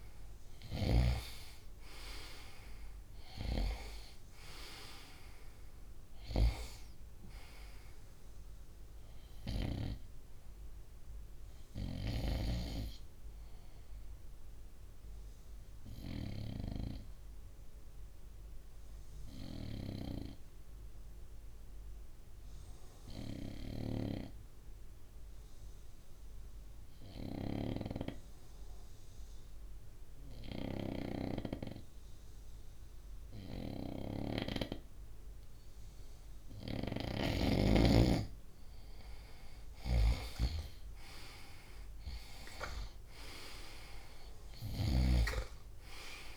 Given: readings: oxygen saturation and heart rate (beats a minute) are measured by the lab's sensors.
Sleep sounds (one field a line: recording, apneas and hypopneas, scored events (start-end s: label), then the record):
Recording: breathing in sleep by a room microphone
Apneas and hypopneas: 1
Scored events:
0.00-1.00 s: arousal
0.00-17.00 s: oxygen desaturation (device-marked, oxygen 94% lowest, heart rate 60 extreme)
14.00-36.50 s: obstructive apnea (oxygen 98% before, 93% lowest, heart rate 65 before, 60 extreme, up 7 after)
30.00-34.00 s: snoring (device-marked)
34.00-46.36 s: oxygen desaturation (device-marked, oxygen 97% before, 93% lowest, heart rate 62 before, 63 extreme)
40.50-45.00 s: arousal
44.00-46.36 s: snoring (device-marked)
From the record:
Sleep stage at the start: N2 (light sleep)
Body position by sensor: on the front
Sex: male